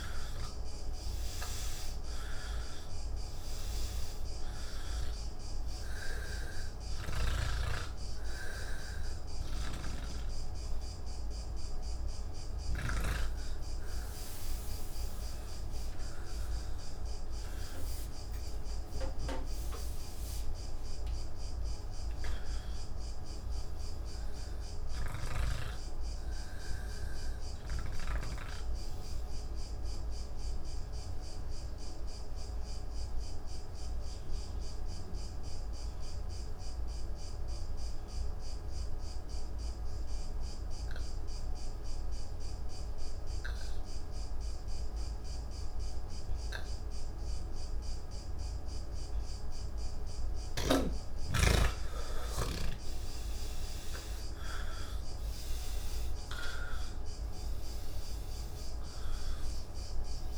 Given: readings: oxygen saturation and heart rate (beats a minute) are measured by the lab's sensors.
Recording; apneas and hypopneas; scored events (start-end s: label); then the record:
breathing in sleep by a room microphone; 1
0.00-23.00 s: oxygen desaturation (device-marked, oxygen 79% lowest)
30.00-49.00 s: obstructive apnea (oxygen 99% before, 85% lowest, heart rate 101 before, 59 extreme, up 42 after)
48.00-60.38 s: oxygen desaturation (device-marked, oxygen 98% before, 85% lowest)
From the record:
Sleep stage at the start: N3 (deep sleep); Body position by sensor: on the back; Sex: male